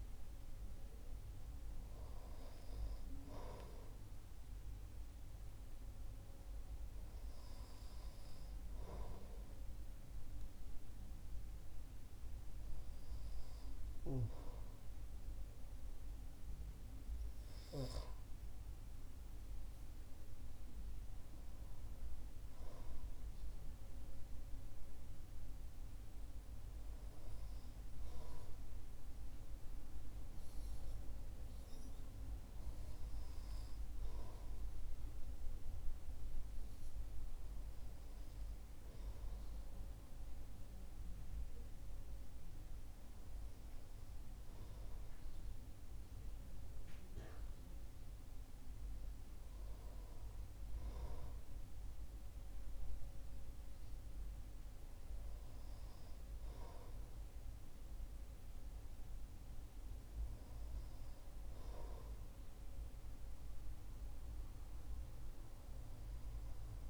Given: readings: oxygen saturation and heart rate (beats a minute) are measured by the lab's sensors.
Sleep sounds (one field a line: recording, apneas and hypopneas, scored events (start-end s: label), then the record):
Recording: breathing in sleep, hard to hear, by a room microphone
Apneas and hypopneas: none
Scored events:
48.50-66.90 s: new sleep stage, N2 (light sleep)
From the record:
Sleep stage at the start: N1 (lightest sleep)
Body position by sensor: on the right side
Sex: male